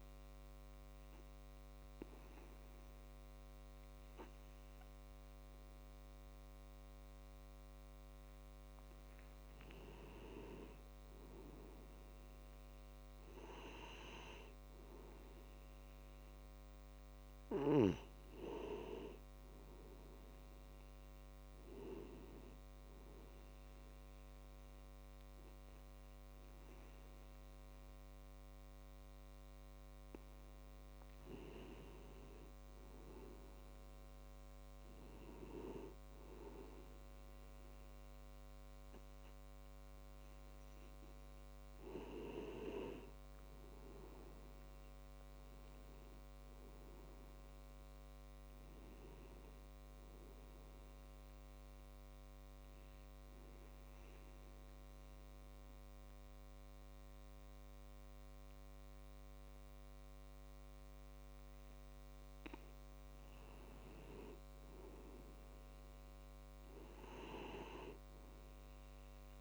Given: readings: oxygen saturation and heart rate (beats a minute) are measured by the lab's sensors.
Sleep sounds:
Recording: breathing in sleep by a microphone on the trachea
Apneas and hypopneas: 2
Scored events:
0.50-10.50 s: obstructive apnea (oxygen 96% before, 93% lowest)
14.50-18.50 s: arousal
34.50-43.50 s: tachycardia (device-marked)
46.00-49.50 s: arousal
53.00-63.00 s: obstructive apnea (oxygen 96% before, 93% lowest, heart rate 97 before, 36 extreme)
65.00-68.50 s: arousal
From the record:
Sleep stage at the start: N2 (light sleep)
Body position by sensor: on the back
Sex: male

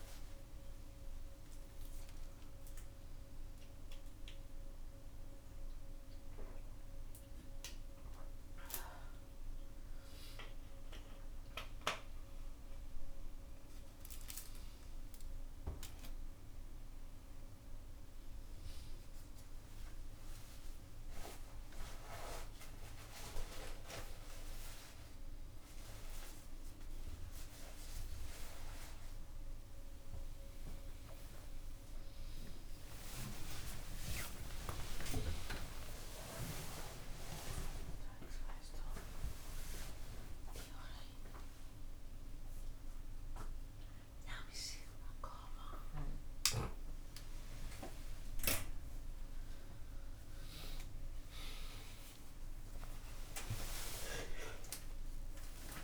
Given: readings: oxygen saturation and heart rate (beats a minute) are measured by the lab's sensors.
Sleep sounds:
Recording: a person awake in a sleep study, by a room microphone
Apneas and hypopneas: none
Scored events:
1.50-3.50 s: long interval between heartbeats (device-marked, heart rate 117 before, 121 extreme)
10.50-12.50 s: long interval between heartbeats (device-marked, heart rate 117 before, 99 extreme)
14.00-16.00 s: long interval between heartbeats (device-marked, heart rate 113 before, 107 extreme)
17.50-19.50 s: long interval between heartbeats (device-marked, heart rate 109 before, 116 extreme)
20.50-22.50 s: long interval between heartbeats (device-marked, heart rate 107 before, 130 extreme)
29.50-31.50 s: long interval between heartbeats (device-marked, heart rate 109 before, 89 extreme)
32.00-34.00 s: long interval between heartbeats (device-marked, heart rate 109 before, 118 extreme)
34.50-36.50 s: long interval between heartbeats (device-marked, heart rate 113 before, 144 extreme)
40.00-42.00 s: long interval between heartbeats (device-marked, heart rate 119 before, 110 extreme)
48.00-50.00 s: long interval between heartbeats (device-marked, heart rate 110 before, 97 extreme)
54.00-55.84 s: long interval between heartbeats (device-marked, heart rate 110 before, 107 extreme)
From the record:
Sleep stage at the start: awake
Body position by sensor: upright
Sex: female

